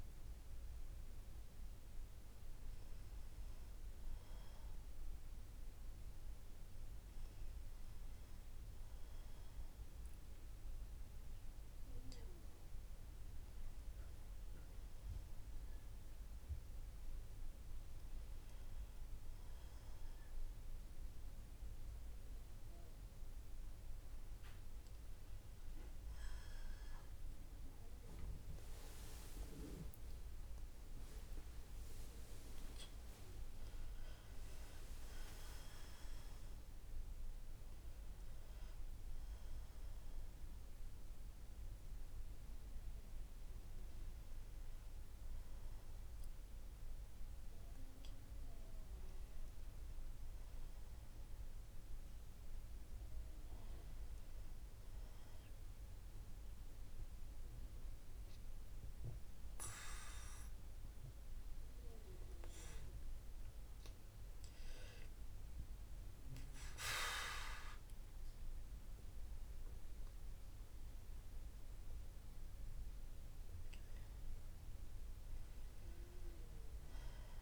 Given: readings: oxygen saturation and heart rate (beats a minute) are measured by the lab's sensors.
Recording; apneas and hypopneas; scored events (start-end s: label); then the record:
breathing in sleep by a room microphone; none
36.00-49.00 s: oxygen desaturation (device-marked, oxygen 93% before, 90% lowest, heart rate 62 before, 60 extreme)
70.00-77.42 s: oxygen desaturation (device-marked, oxygen 94% before, 91% lowest, heart rate 62 before, 62 extreme)
From the record:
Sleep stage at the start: N2 (light sleep); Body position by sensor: on the right side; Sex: female